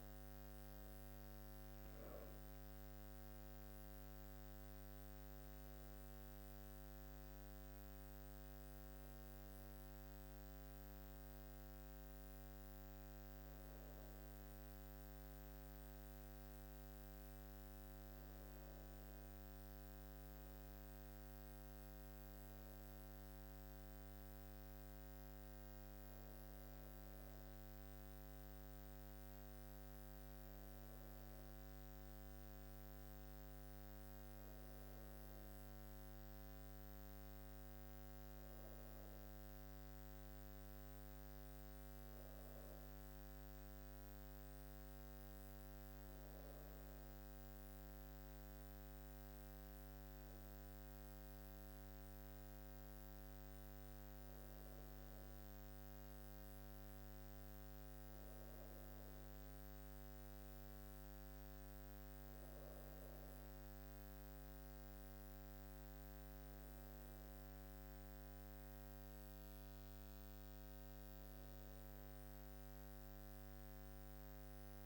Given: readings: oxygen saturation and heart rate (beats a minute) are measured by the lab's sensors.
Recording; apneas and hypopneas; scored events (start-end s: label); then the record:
breathing in sleep, hard to hear, by a microphone on the trachea; none
12.50-17.00 s: arousal
From the record:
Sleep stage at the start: N1 (lightest sleep); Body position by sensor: on the back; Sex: female